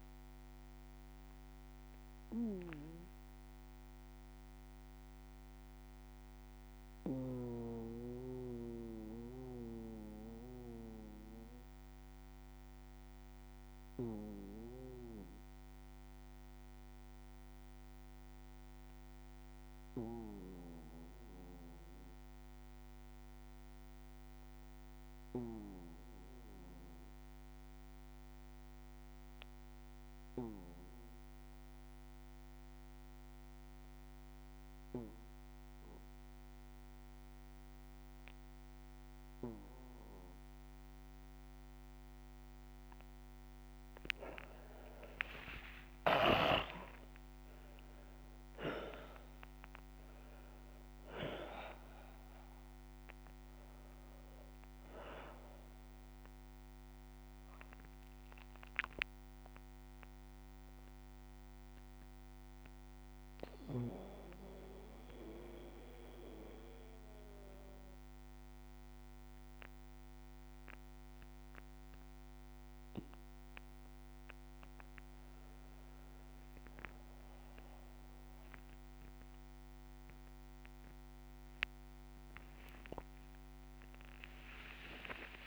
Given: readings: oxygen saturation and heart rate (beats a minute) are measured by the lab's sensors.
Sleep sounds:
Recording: breathing in sleep by a microphone on the trachea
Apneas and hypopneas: 2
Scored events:
0.00-21.00 s: oxygen desaturation (device-marked, oxygen 88% lowest, heart rate 55 extreme)
2.00-43.00 s: obstructive apnea (oxygen 99% before, 86% lowest, heart rate 60 before, 55 extreme, up 16 after)
3.00-42.00 s: bradycardia (device-marked, heart rate 59 before, 55 extreme)
34.00-79.00 s: oxygen desaturation (device-marked, oxygen 99% before, 86% lowest, heart rate 57 before, 56 extreme)
44.00-49.00 s: arousal
45.00-47.00 s: long interval between heartbeats (device-marked, heart rate 58 before, 67 extreme)
49.00-85.47 s: new sleep stage, N1 (lightest sleep)
57.50-73.50 s: mixed apnea (oxygen 98% before, 86% lowest, heart rate 63 before, 56 extreme, up 7 after)
62.00-73.00 s: bradycardia (device-marked, heart rate 59 before, 56 extreme)
76.50-83.00 s: arousal
From the record:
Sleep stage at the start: N2 (light sleep)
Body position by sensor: on the back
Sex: male

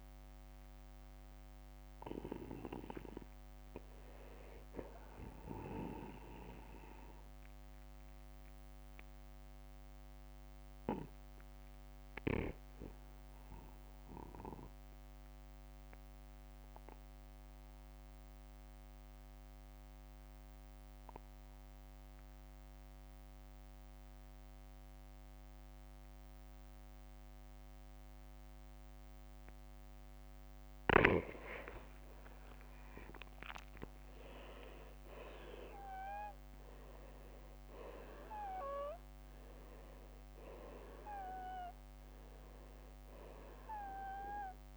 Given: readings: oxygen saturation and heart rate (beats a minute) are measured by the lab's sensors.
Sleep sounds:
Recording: breathing in sleep by a microphone on the trachea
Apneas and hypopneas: 1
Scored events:
0.00-17.50 s: oxygen desaturation (device-marked, oxygen 84% lowest, heart rate 49 extreme)
12.50-29.50 s: obstructive apnea (oxygen 93% before, 81% lowest, heart rate 62 before, 49 extreme, up 10 after)
31.50-37.00 s: arousal
From the record:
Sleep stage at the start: N2 (light sleep)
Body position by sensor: on the back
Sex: male

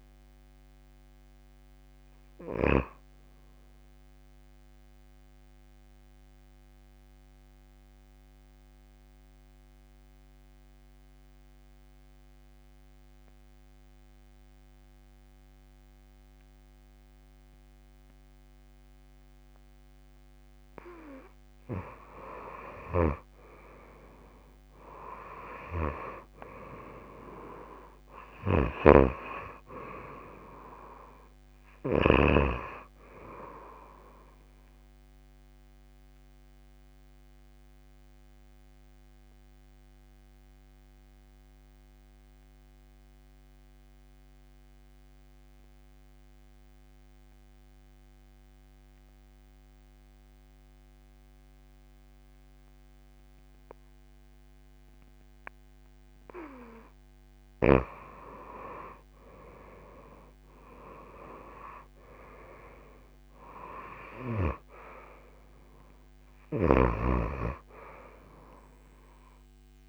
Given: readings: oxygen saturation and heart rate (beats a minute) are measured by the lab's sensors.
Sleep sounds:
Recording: breathing in sleep by a microphone on the trachea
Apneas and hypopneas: 2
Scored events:
0.00-1.00 s: oxygen desaturation (device-marked, oxygen 87% lowest)
5.00-20.00 s: obstructive apnea (oxygen 97% before, 87% lowest)
23.50-27.50 s: arousal
28.50-32.50 s: snoring (device-marked)
30.00-50.00 s: oxygen desaturation (device-marked, oxygen 98% before, 90% lowest)
36.50-57.00 s: obstructive apnea (oxygen 98% before, 89% lowest)
56.00-69.89 s: oxygen desaturation (device-marked, oxygen 98% before, 89% lowest)
59.50-63.00 s: arousal
From the record:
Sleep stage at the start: N2 (light sleep)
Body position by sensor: on the back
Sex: female

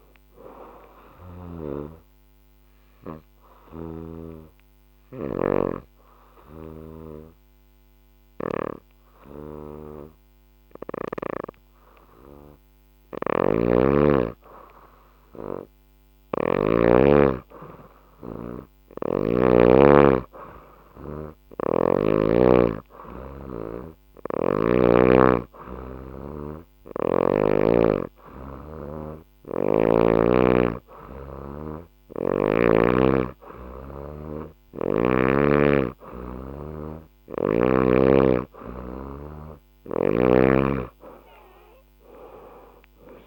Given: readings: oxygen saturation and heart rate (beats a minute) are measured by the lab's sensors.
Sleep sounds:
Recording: breathing in sleep by a microphone on the trachea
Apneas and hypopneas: 1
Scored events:
0.00-1.00 s: arousal
2.00-13.00 s: obstructive apnea (oxygen 98% before, 92% lowest, heart rate 71 before, 63 extreme, up 4 after)
3.00-6.50 s: snoring (device-marked)
12.50-19.00 s: snoring (device-marked)
14.50-18.50 s: arousal
17.00-32.00 s: oxygen desaturation (device-marked, oxygen 97% before, 92% lowest, heart rate 67 before, 65 extreme)
23.50-27.00 s: snoring (device-marked)
36.50-40.00 s: snoring (device-marked)
From the record:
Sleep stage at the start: N2 (light sleep)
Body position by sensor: on the back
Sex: female

